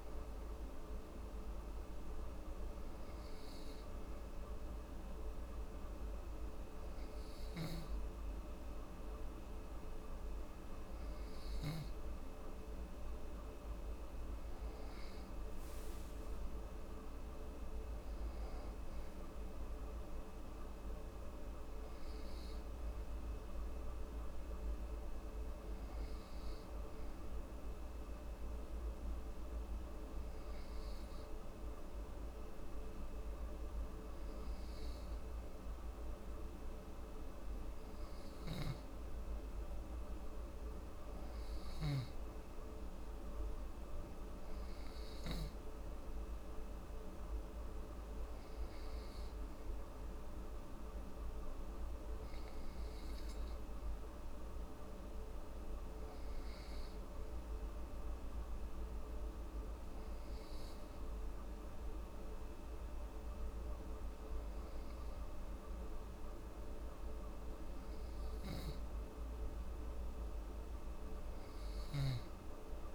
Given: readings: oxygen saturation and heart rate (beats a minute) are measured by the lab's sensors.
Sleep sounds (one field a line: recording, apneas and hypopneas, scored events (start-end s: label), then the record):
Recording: breathing in sleep, hard to hear, by a room microphone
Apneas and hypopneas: none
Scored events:
7.00-11.50 s: snoring (device-marked)
38.00-45.00 s: snoring (device-marked)
From the record:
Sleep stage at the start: N2 (light sleep)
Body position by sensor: on the back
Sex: female